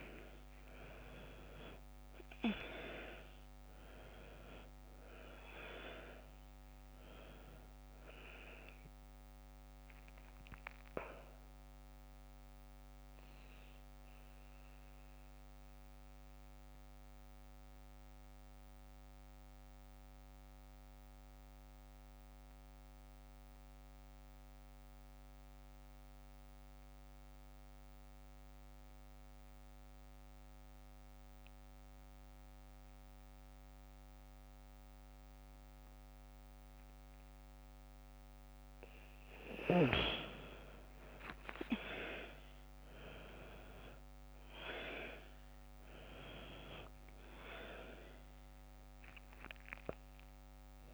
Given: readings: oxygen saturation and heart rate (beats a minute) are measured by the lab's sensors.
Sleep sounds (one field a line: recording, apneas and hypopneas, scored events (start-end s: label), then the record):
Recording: breathing in sleep by a microphone on the trachea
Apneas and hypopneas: 1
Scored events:
0.00-2.50 s: arousal
0.00-25.50 s: oxygen desaturation (device-marked, oxygen 90% lowest, heart rate 50 extreme)
15.00-37.00 s: mixed apnea (oxygen 100% before, 88% lowest, heart rate 58 before, 49 extreme, up 10 after)
38.50-50.94 s: oxygen desaturation (device-marked, oxygen 99% before, 88% lowest, heart rate 51 before, 48 extreme)
40.00-45.50 s: arousal
From the record:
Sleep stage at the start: N2 (light sleep)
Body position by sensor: on the back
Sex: female